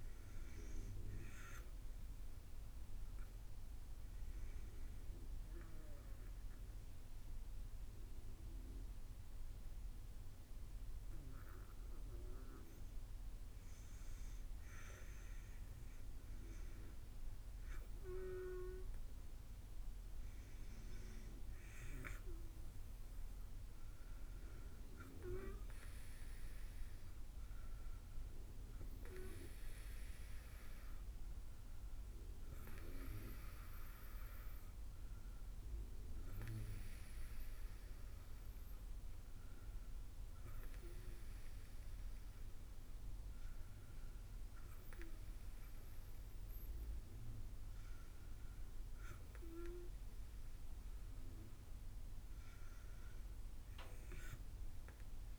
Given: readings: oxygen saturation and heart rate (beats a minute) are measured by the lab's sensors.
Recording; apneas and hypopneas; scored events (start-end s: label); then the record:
breathing in sleep by a room microphone; 1
2.00-13.00 s: obstructive apnea (oxygen 95% before, 92% lowest, heart rate 65 before, 59 extreme, up 7 after)
15.00-19.00 s: arousal
From the record:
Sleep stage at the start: N2 (light sleep); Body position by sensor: on the back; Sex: female